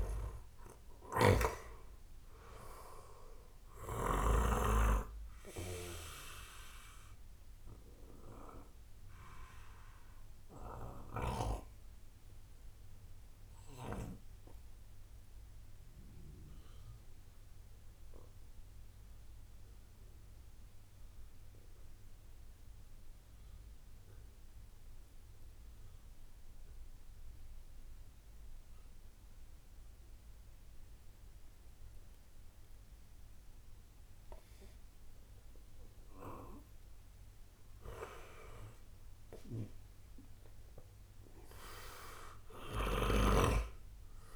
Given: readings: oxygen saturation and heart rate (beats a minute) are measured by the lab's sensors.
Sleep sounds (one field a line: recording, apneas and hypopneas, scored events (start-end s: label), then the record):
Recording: breathing in sleep by a room microphone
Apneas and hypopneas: 1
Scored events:
8.50-35.50 s: obstructive apnea (oxygen 97% before, 93% lowest, heart rate 61 before, 25 extreme)
38.50-42.00 s: arousal
From the record:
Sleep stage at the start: N2 (light sleep)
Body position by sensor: on the right side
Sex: male